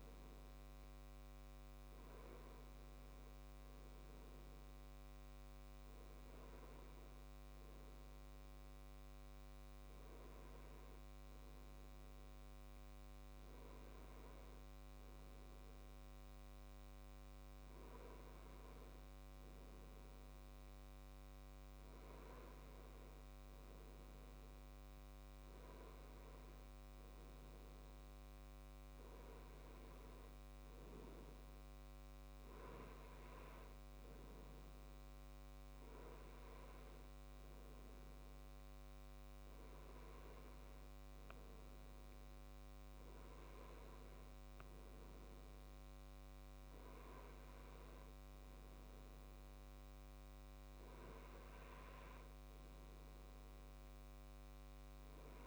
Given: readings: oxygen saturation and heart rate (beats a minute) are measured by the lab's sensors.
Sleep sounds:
breathing in sleep, hard to hear, by a microphone on the trachea; none
14.50-55.46 s: new sleep stage, N3 (deep sleep)
From the record:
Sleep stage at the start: N2 (light sleep); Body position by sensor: on the left side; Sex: male

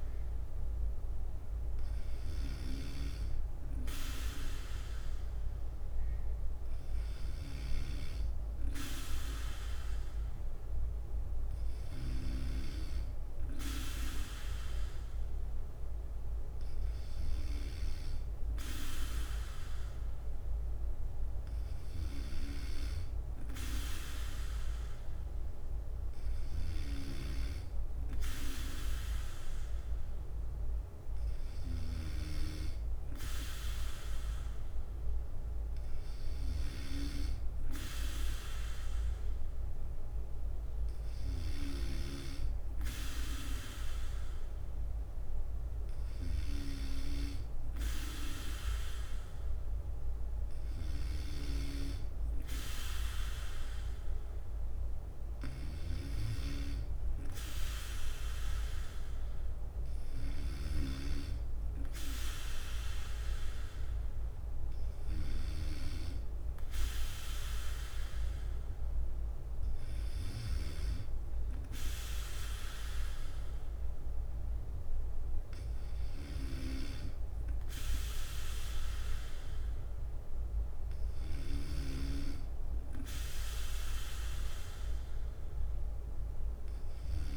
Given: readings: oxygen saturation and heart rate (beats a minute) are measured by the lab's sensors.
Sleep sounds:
breathing in sleep by a room microphone; none
0.00-17.50 s: bradycardia (device-marked, heart rate 54 extreme)
19.50-33.50 s: bradycardia (device-marked, heart rate 59 before, 57 extreme)
35.50-43.50 s: bradycardia (device-marked, heart rate 59 before, 59 extreme)
65.50-74.50 s: bradycardia (device-marked, heart rate 59 before, 58 extreme)
80.50-87.37 s: bradycardia (device-marked, heart rate 59 before, 56 extreme)
From the record:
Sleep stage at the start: N2 (light sleep); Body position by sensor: on the back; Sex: male

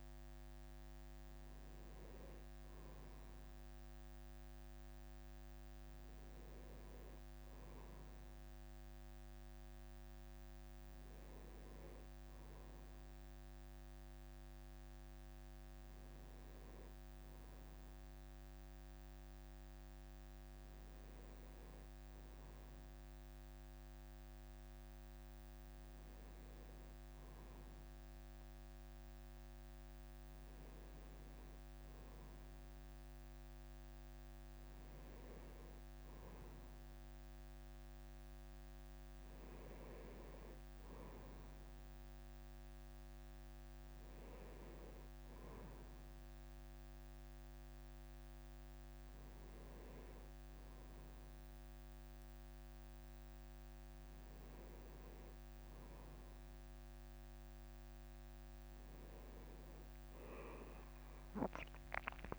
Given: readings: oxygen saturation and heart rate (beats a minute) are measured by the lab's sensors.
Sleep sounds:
breathing in sleep, hard to hear, by a microphone on the trachea; none
24.00-28.50 s: leg movement (device-marked)
From the record:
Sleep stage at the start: N1 (lightest sleep); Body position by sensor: on the right side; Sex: male

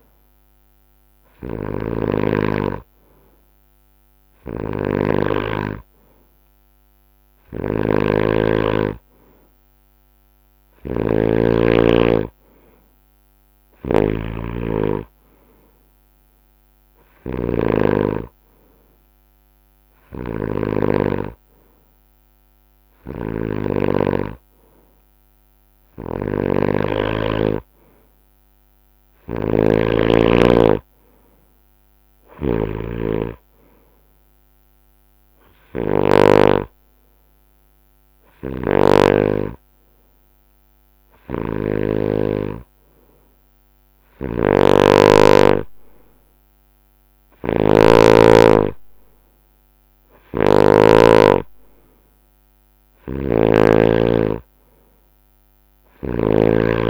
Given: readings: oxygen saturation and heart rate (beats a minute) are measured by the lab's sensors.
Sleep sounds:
breathing in sleep by a microphone on the trachea; none
0.00-5.00 s: snoring (device-marked)
7.00-32.50 s: snoring (device-marked)
41.00-45.00 s: snoring (device-marked)
47.00-53.50 s: snoring (device-marked)
55.50-56.90 s: snoring (device-marked)
From the record:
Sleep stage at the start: N2 (light sleep); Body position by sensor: on the right side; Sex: male

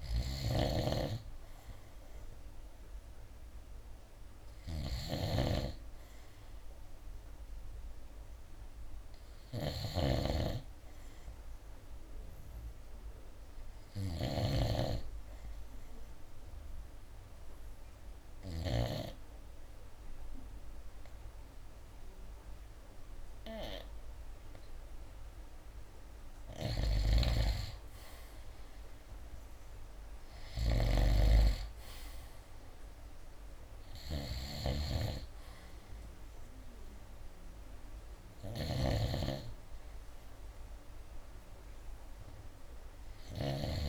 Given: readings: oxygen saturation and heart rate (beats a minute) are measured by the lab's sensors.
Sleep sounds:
breathing in sleep by a room microphone; 1
0.00-19.00 s: snoring (device-marked)
0.50-15.50 s: oxygen desaturation (device-marked, oxygen 95% before, 91% lowest, heart rate 69 before, 65 extreme)
16.50-28.00 s: obstructive apnea (oxygen 95% before, 88% lowest, heart rate 67 before, 67 extreme, up 7 after)
26.50-43.89 s: snoring (device-marked)
30.00-34.00 s: arousal
37.50-43.89 s: oxygen desaturation (device-marked, oxygen 93% before, 88% lowest, heart rate 71 before, 67 extreme)
From the record:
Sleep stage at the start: N2 (light sleep); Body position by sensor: on the right side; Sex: male

